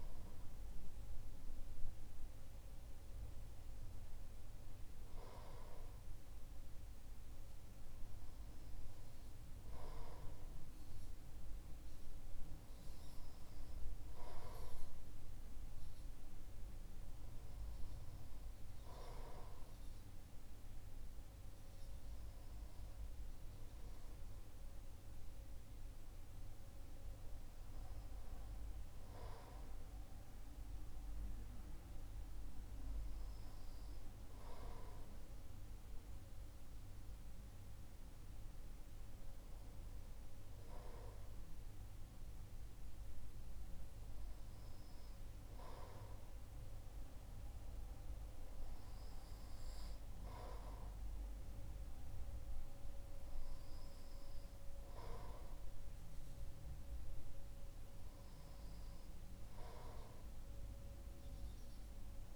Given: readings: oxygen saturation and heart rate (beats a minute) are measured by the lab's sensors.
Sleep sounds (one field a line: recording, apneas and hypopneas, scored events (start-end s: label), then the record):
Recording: breathing in sleep by a room microphone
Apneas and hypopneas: none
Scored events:
none scored
From the record:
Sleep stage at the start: N2 (light sleep)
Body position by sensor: on the right side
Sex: male